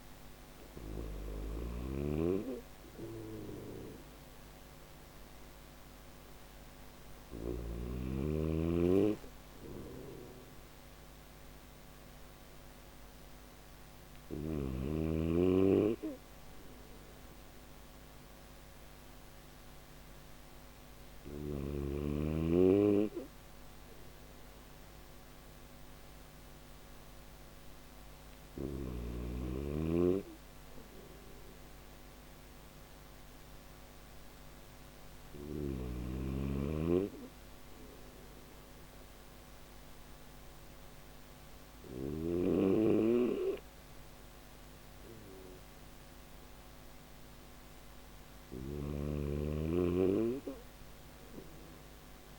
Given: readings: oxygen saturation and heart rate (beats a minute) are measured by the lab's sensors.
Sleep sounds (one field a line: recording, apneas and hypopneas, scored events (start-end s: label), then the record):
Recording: breathing in sleep by a microphone on the trachea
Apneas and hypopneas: none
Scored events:
8.50-13.50 s: snoring (device-marked)
From the record:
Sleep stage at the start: N3 (deep sleep)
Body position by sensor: on the back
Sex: male